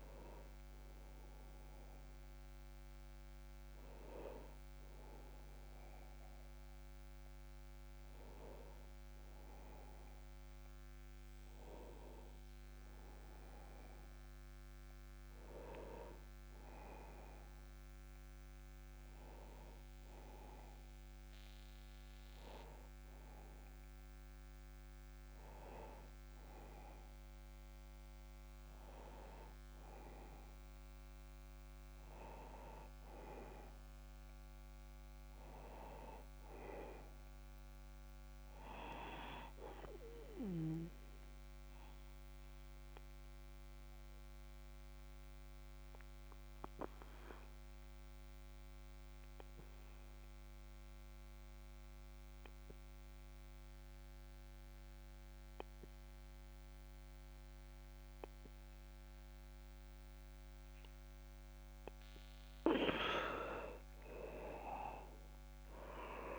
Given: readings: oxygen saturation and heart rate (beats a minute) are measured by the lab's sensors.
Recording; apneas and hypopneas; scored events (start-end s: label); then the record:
breathing in sleep by a microphone on the trachea; 1
0.00-15.00 s: oxygen desaturation (device-marked, oxygen 92% lowest)
2.00-66.38 s: new sleep stage, N1 (lightest sleep)
32.50-36.00 s: arousal
41.00-62.00 s: obstructive apnea (oxygen 99% before, 91% lowest)
61.00-66.38 s: oxygen desaturation (device-marked, oxygen 97% before, 91% lowest)
63.00-66.38 s: arousal
From the record:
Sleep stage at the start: N2 (light sleep); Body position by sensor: on the back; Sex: male